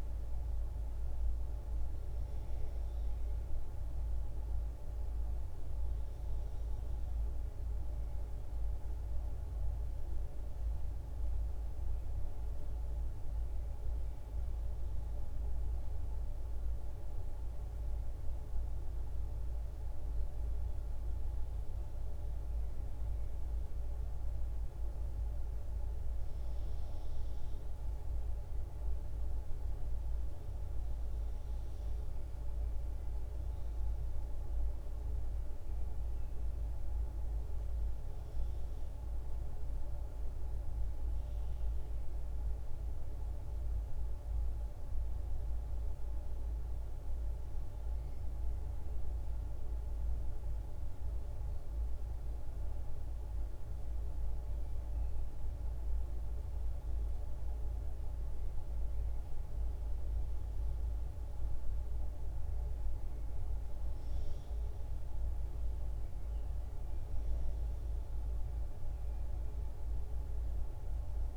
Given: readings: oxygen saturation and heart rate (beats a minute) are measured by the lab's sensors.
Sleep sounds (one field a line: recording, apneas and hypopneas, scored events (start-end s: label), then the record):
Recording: breathing in sleep, hard to hear, by a room microphone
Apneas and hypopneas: none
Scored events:
none scored
From the record:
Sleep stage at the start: N1 (lightest sleep)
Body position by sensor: on the back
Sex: female